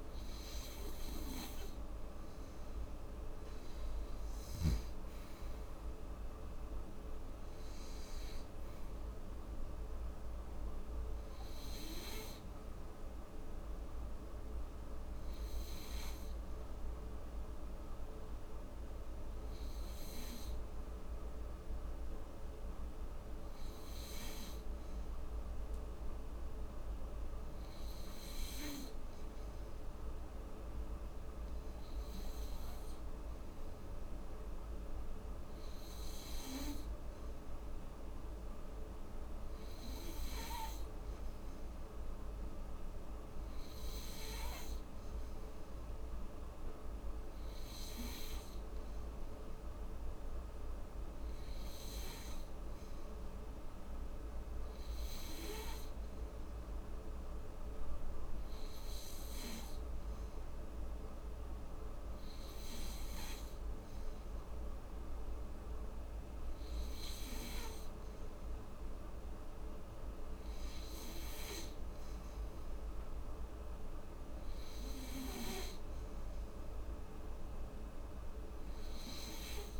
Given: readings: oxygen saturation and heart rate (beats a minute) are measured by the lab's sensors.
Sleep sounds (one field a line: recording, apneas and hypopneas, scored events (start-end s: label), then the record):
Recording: breathing in sleep, hard to hear, by a room microphone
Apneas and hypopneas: none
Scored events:
4.00-7.50 s: arousal
From the record:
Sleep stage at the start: N3 (deep sleep)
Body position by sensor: on the back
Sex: female